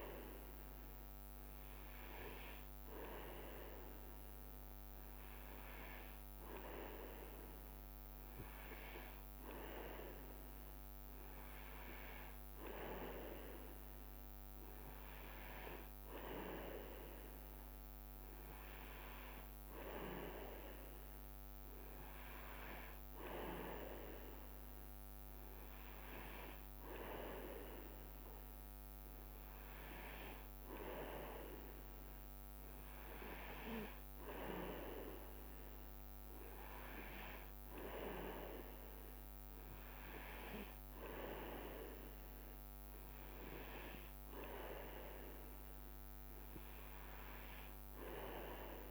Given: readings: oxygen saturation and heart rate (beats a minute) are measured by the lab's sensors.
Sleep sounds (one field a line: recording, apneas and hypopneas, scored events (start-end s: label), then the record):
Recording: breathing in sleep by a microphone on the trachea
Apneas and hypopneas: none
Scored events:
none scored
From the record:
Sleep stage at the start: N2 (light sleep)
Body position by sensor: on the back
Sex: male